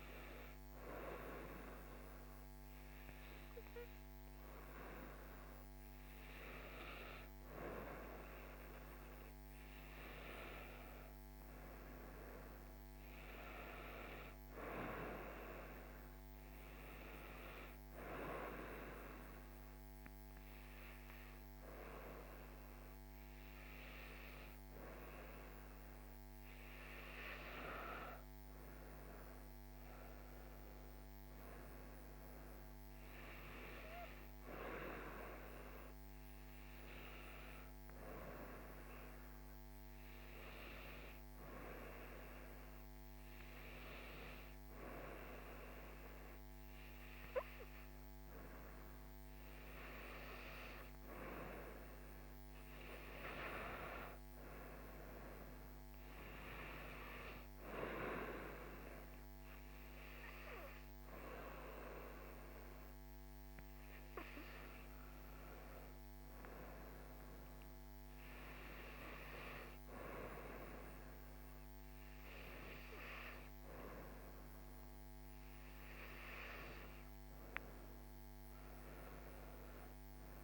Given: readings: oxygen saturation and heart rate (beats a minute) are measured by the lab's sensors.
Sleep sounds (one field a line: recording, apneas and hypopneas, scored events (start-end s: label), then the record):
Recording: breathing in sleep by a microphone on the trachea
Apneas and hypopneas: 1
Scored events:
17.50-27.50 s: obstructive apnea (oxygen 97% before, 94% lowest, heart rate 75 before, 73 extreme, up 1 after)
30.00-33.00 s: arousal
From the record:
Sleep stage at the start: REM sleep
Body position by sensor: on the right side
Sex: female